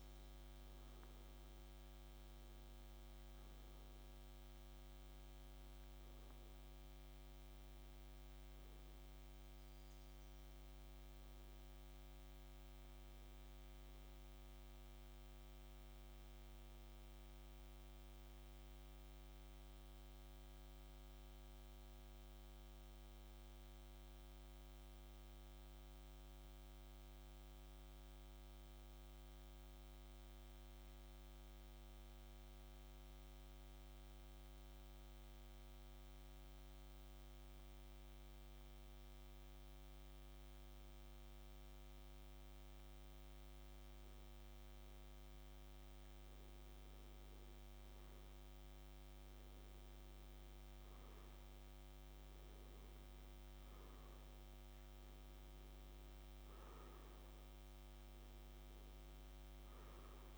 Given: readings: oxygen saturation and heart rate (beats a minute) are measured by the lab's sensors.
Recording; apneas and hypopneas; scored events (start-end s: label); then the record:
breathing in sleep, hard to hear, by a microphone on the trachea; 1
1.50-21.50 s: oxygen desaturation (device-marked, oxygen 95% before, 91% lowest, heart rate 56 before, 54 extreme)
11.50-15.50 s: arousal
17.50-44.00 s: mixed apnea (oxygen 95% before, 91% lowest, heart rate 57 before, 54 extreme, up 1 after)
46.00-50.00 s: arousal
From the record:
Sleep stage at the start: N1 (lightest sleep); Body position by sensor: on the back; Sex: male